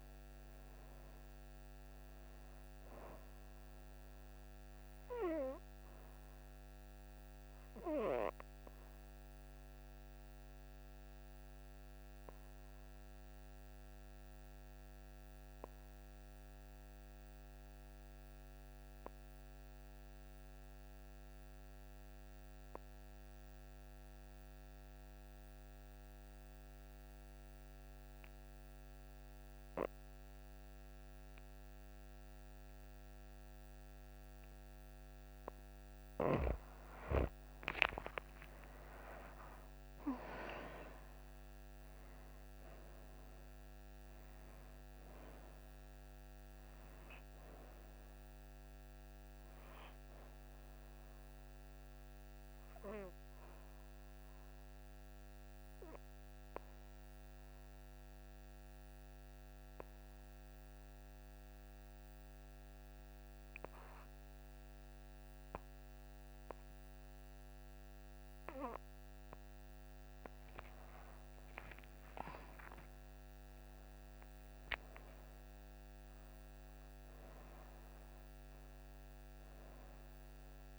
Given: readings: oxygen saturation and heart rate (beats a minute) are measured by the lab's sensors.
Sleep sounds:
breathing in sleep by a microphone on the trachea; 2
0.00-21.50 s: oxygen desaturation (device-marked, oxygen 83% lowest, heart rate 57 extreme)
5.50-35.00 s: obstructive apnea (oxygen 98% before, 81% lowest, heart rate 75 before, 57 extreme, up 16 after)
32.50-68.50 s: oxygen desaturation (device-marked, oxygen 98% before, 81% lowest, heart rate 63 before, 57 extreme)
38.00-42.50 s: arousal
50.50-69.00 s: obstructive apnea (oxygen 98% before, 81% lowest, heart rate 72 before, 57 extreme)
70.00-74.00 s: arousal
From the record:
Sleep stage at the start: N2 (light sleep); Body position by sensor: on the back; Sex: female

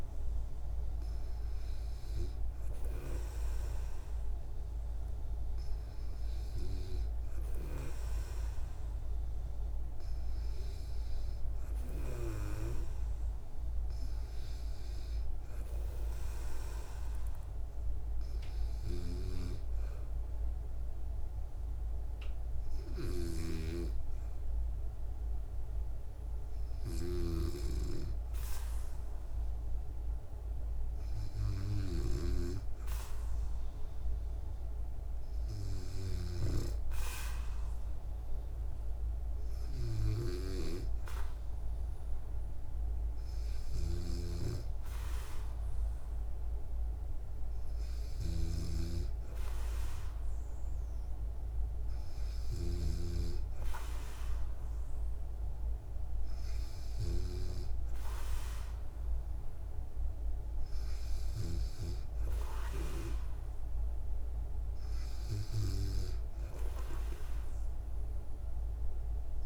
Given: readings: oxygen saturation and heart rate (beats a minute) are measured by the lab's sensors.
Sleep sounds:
breathing in sleep by a room microphone; none
48.50-53.00 s: snoring (device-marked)
From the record:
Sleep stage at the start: N2 (light sleep); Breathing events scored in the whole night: 200 in 7.3 hours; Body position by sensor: on the back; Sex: female

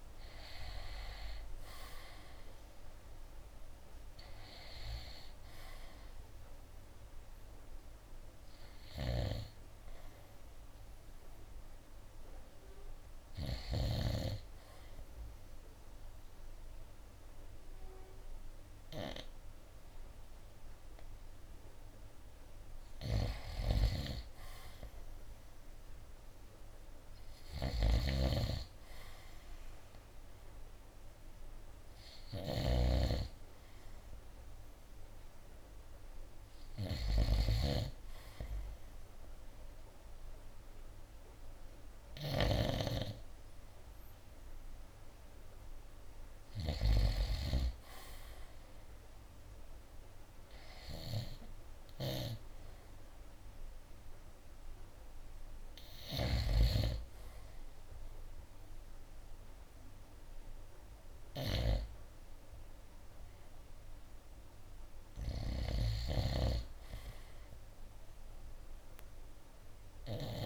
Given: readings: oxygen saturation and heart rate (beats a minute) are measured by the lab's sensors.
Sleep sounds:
breathing in sleep by a room microphone; none
2.50-17.50 s: oxygen desaturation (device-marked, oxygen 94% before, 88% lowest, heart rate 71 before, 66 extreme)
28.00-42.50 s: snoring (device-marked)
35.50-43.50 s: oxygen desaturation (device-marked, oxygen 95% before, 91% lowest, heart rate 72 before, 63 extreme)
66.00-70.46 s: snoring (device-marked)
From the record:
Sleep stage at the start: N2 (light sleep); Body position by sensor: on the right side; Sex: male

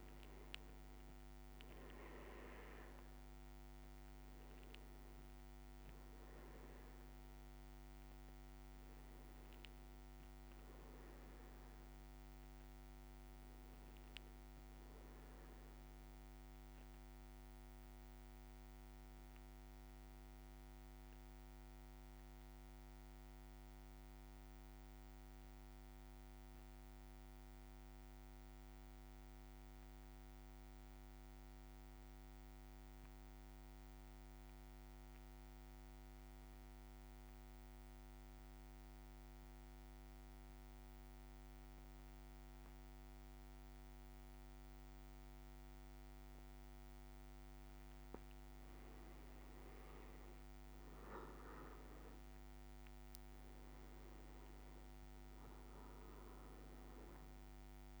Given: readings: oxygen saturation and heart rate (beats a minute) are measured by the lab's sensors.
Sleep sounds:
breathing in sleep, hard to hear, by a microphone on the trachea; 1
0.00-19.50 s: oxygen desaturation (device-marked, oxygen 93% lowest, heart rate 55 extreme)
20.50-47.00 s: central apnea (oxygen 99% before, 93% lowest, heart rate 57 before, 55 extreme, up 4 after)
49.50-58.00 s: oxygen desaturation (device-marked, oxygen 99% before, 93% lowest, heart rate 56 before, 55 extreme)
50.00-54.50 s: arousal
From the record:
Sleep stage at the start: REM sleep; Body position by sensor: on the back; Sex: male

